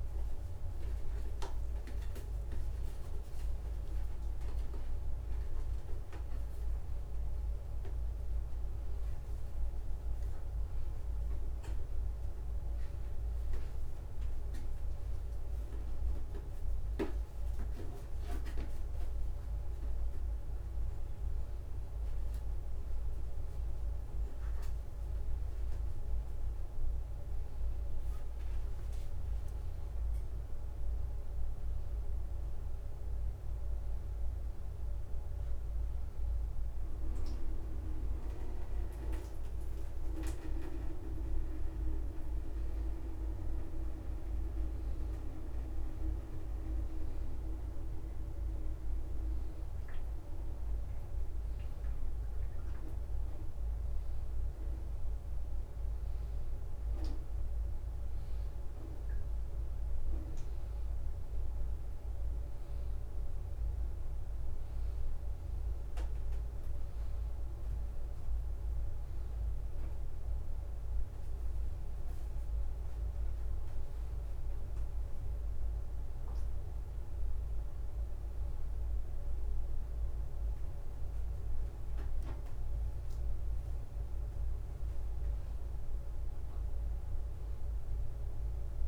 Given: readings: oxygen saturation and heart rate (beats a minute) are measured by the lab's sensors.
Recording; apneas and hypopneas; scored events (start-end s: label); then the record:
a person awake in a sleep study, by a room microphone; none
1.00-3.00 s: long interval between heartbeats (device-marked, heart rate 116 before, 123 extreme)
3.50-10.50 s: oxygen desaturation (device-marked, oxygen 95% before, 92% lowest, heart rate 114 before, 97 extreme)
4.50-6.50 s: long interval between heartbeats (device-marked, heart rate 113 before, 125 extreme)
10.00-12.00 s: long interval between heartbeats (device-marked, heart rate 114 before, 106 extreme)
12.00-14.00 s: long interval between heartbeats (device-marked, heart rate 115 before, 116 extreme)
15.00-17.00 s: long interval between heartbeats (device-marked, heart rate 119 before, 125 extreme)
26.50-32.50 s: tachycardia (device-marked, heart rate 97 before, 108 extreme)
29.50 s: drop in pulse transit time (device-marked)
29.50-31.50 s: long interval between heartbeats (device-marked, heart rate 112 before, 108 extreme)
72.00-74.00 s: long interval between heartbeats (device-marked, heart rate 96 before, 105 extreme)
78.50-85.50 s: tachycardia (device-marked, heart rate 99 before, 135 extreme)
84.50-88.88 s: drop in pulse transit time (device-marked, heart rate 112 before, 94 extreme)
87.50-88.88 s: tachycardia (device-marked, heart rate 99 before, 103 extreme)
From the record:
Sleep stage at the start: awake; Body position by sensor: upright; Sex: male